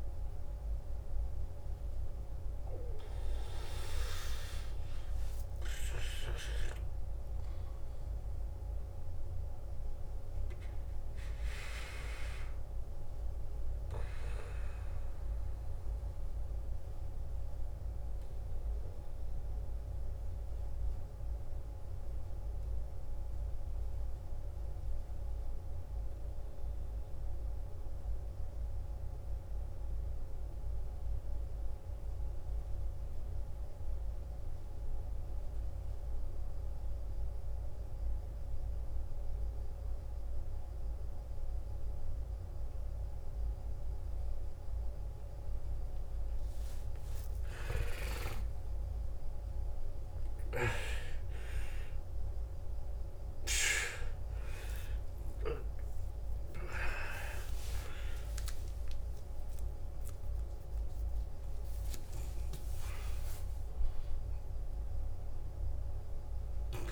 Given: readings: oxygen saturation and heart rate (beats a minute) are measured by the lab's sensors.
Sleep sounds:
breathing in sleep by a room microphone; 1
0.00-20.50 s: oxygen desaturation (device-marked, oxygen 89% lowest, heart rate 54 extreme)
15.00-47.00 s: obstructive apnea (oxygen 96% before, 89% lowest, heart rate 63 before, 54 extreme, up 14 after)
39.50-64.50 s: oxygen desaturation (device-marked, oxygen 98% before, 91% lowest, heart rate 55 before, 52 extreme)
47.50-51.50 s: arousal
52.50-66.92 s: new sleep stage, N1 (lightest sleep)
From the record:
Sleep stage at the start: N2 (light sleep); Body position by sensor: on the back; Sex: male

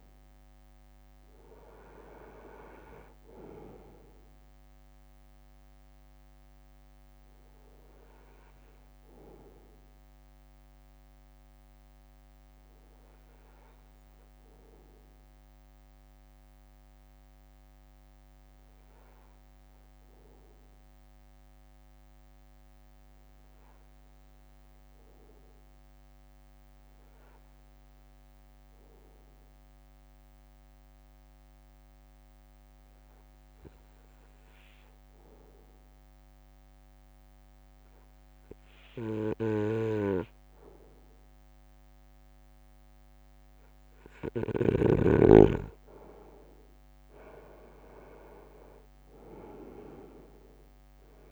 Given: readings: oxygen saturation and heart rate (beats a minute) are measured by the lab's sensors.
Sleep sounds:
breathing in sleep by a microphone on the trachea; 1
0.00-8.00 s: drop in pulse transit time (device-marked, heart rate 54 extreme)
14.50-41.50 s: obstructive apnea (oxygen 97% before, 94% lowest, heart rate 58 before, 55 extreme, up 3 after)
48.00-51.32 s: drop in pulse transit time (device-marked, heart rate 58 before, 55 extreme)
From the record:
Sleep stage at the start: N2 (light sleep); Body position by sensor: on the front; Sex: male

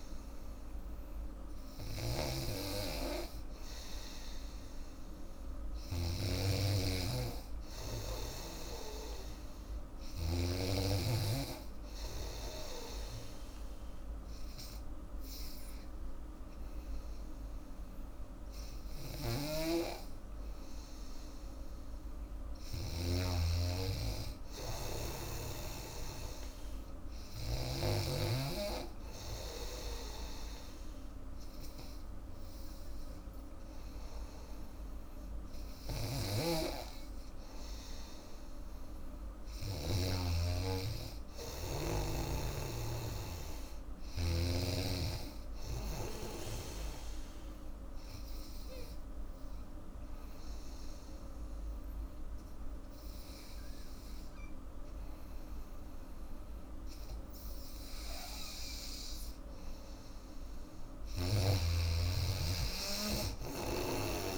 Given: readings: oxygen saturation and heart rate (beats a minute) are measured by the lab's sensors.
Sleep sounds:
breathing in sleep by a room microphone; 1
1.50-6.00 s: snoring (device-marked)
19.00-23.00 s: snoring (device-marked)
35.50-40.00 s: snoring (device-marked)
38.50-42.50 s: arousal
48.50-59.50 s: obstructive apnea (oxygen 97% before, 90% lowest, heart rate 85 before, 77 extreme, up 2 after)
57.50-64.38 s: new sleep stage, N2 (light sleep)
61.00-64.38 s: arousal
From the record:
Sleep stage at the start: N3 (deep sleep); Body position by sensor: on the back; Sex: female

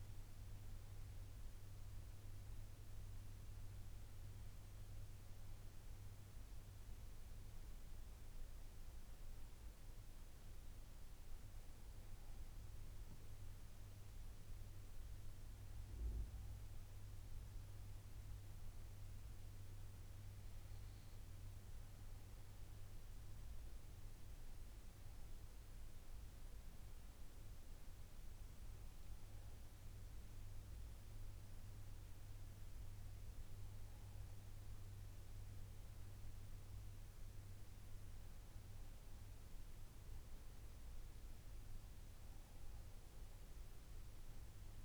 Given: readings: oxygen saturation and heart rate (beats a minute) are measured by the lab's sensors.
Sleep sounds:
breathing in sleep, hard to hear, by a room microphone; 1
0.50-13.00 s: hypopnea (oxygen 97% before, 93% lowest, heart rate 77 before, 75 extreme, up 4 after)
15.00-17.50 s: arousal
17.00-27.00 s: oxygen desaturation (device-marked, oxygen 97% before, 93% lowest, heart rate 78 before, 75 extreme)
From the record:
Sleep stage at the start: N2 (light sleep); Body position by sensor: on the back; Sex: male

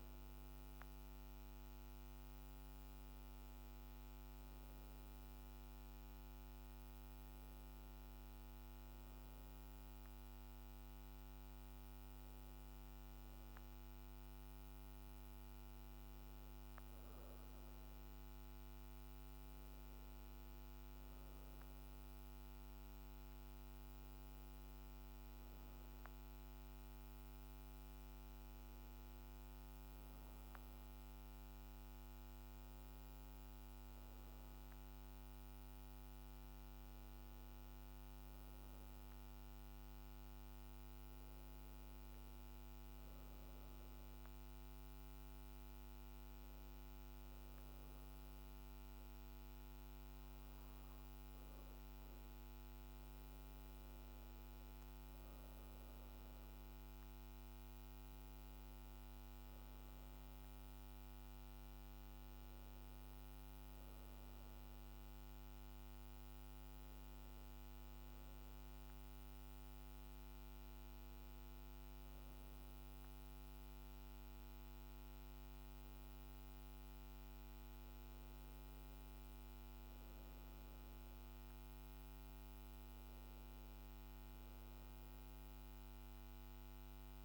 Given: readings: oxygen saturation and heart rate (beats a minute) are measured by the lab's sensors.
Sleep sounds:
breathing in sleep, hard to hear, by a microphone on the trachea; 1
41.50-54.00 s: hypopnea (oxygen 97% before, 92% lowest, heart rate 55 before, 55 extreme, up 1 after)
56.00-60.50 s: arousal
60.00-73.00 s: oxygen desaturation (device-marked, oxygen 95% before, 92% lowest, heart rate 56 before, 55 extreme)
From the record:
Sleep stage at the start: N2 (light sleep); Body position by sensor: on the back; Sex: female

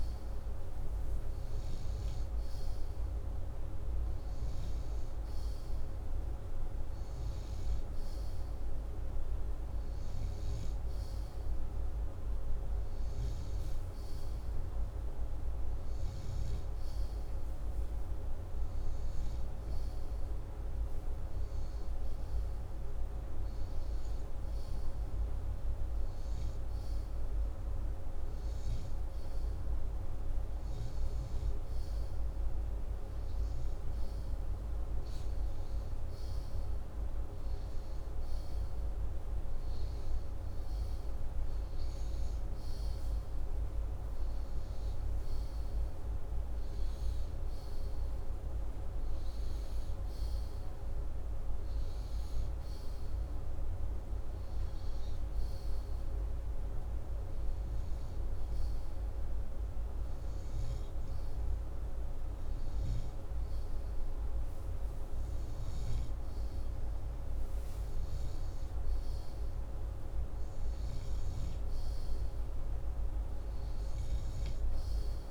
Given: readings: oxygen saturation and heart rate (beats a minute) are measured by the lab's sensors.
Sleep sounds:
breathing in sleep, hard to hear, by a room microphone; none
20.00-50.00 s: new sleep stage, N3 (deep sleep)
50.00-75.31 s: new sleep stage, N2 (light sleep)
From the record:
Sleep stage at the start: N2 (light sleep); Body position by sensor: upright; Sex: male

